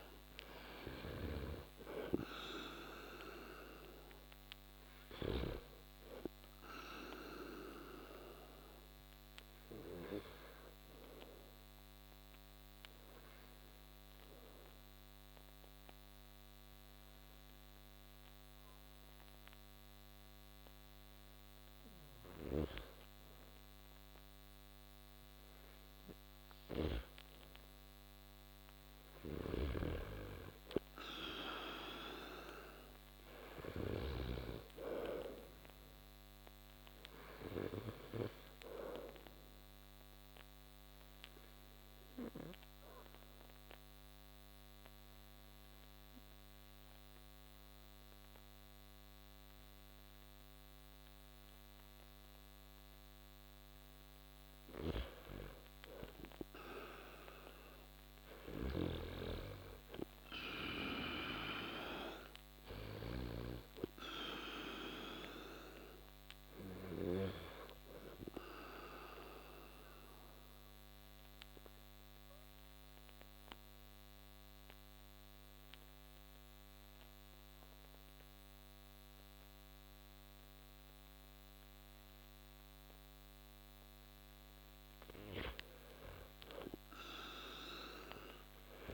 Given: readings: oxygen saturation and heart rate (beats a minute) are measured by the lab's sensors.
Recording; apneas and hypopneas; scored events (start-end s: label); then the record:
breathing in sleep by a microphone on the trachea; 3
0.00-25.00 s: oxygen desaturation (device-marked, oxygen 97% before, 90% lowest)
9.00-26.00 s: obstructive apnea (oxygen 97% before, 90% lowest)
27.00-30.00 s: arousal
38.00-53.00 s: obstructive apnea (oxygen 97% before, 90% lowest)
39.00-55.00 s: oxygen desaturation (device-marked, oxygen 97% before, 90% lowest)
55.50-59.00 s: arousal
58.00-63.00 s: snoring (device-marked)
67.00-84.50 s: obstructive apnea (oxygen 96% before, 89% lowest)
69.00-84.00 s: oxygen desaturation (device-marked, oxygen 96% before, 90% lowest)
86.50-88.94 s: arousal
From the record:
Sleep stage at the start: N2 (light sleep); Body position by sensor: on the back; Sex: male